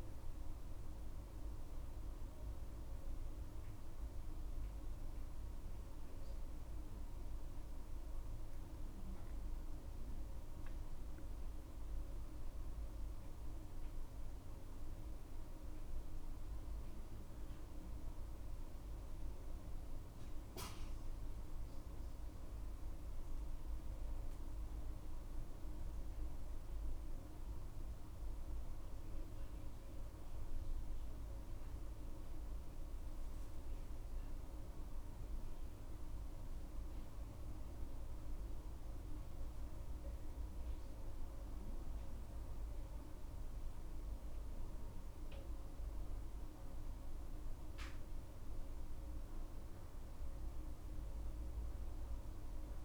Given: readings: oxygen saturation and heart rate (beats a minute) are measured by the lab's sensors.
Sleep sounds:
a person awake in a sleep study, hard to hear, by a room microphone; none
none scored
From the record:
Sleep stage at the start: awake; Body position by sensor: on the back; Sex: female

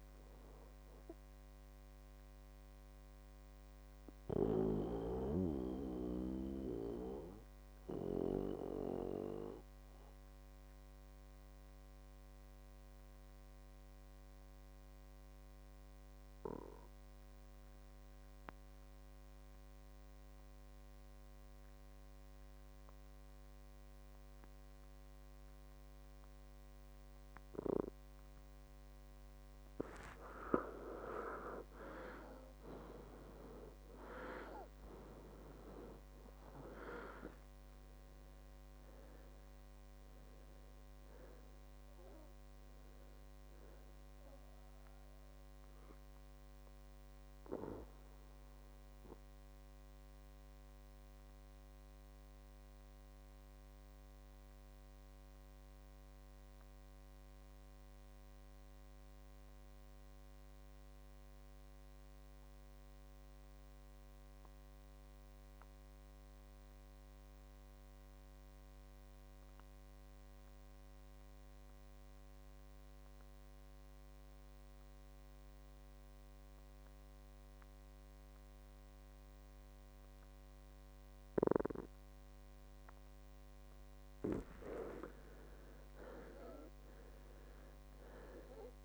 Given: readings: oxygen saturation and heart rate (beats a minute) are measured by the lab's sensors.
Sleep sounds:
breathing in sleep by a microphone on the trachea; 2
0.00-17.50 s: oxygen desaturation (device-marked, oxygen 92% lowest, heart rate 58 extreme)
2.00-28.50 s: mixed apnea (oxygen 98% before, 92% lowest, heart rate 73 before, 57 extreme, up 16 after)
31.00-36.00 s: arousal
33.50-35.50 s: long interval between heartbeats (device-marked, heart rate 61 before, 74 extreme)
45.00-83.00 s: mixed apnea (oxygen 99% before, 90% lowest, heart rate 70 before, 57 extreme, up 20 after)
49.50-60.50 s: oxygen desaturation (device-marked, oxygen 96% before, 93% lowest, heart rate 70 before, 57 extreme)
80.50-88.84 s: oxygen desaturation (device-marked, oxygen 98% before, 90% lowest, heart rate 60 before, 57 extreme)
86.00-88.84 s: arousal
From the record:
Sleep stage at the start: N2 (light sleep); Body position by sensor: on the back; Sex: male

